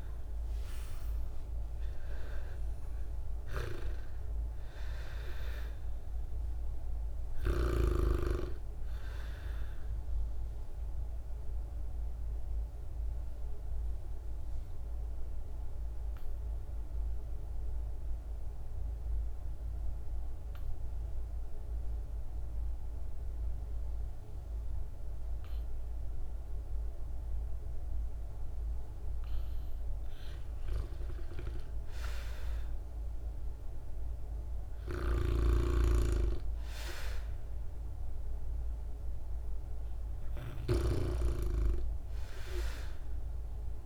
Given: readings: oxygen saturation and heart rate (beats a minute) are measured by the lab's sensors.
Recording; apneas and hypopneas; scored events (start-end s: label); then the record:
breathing in sleep by a room microphone; 1
0.00-4.00 s: arousal
0.00-25.50 s: oxygen desaturation (device-marked, oxygen 74% lowest, heart rate 48 extreme)
10.00-29.00 s: obstructive apnea (oxygen 97% before, 74% lowest, heart rate 60 before, 56 extreme, up 5 after)
31.00-34.00 s: arousal
34.50-43.86 s: oxygen desaturation (device-marked, oxygen 98% before, 91% lowest, heart rate 58 before, 51 extreme)
35.00-40.50 s: snoring (device-marked)
From the record:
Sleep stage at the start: REM sleep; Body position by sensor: on the back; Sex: female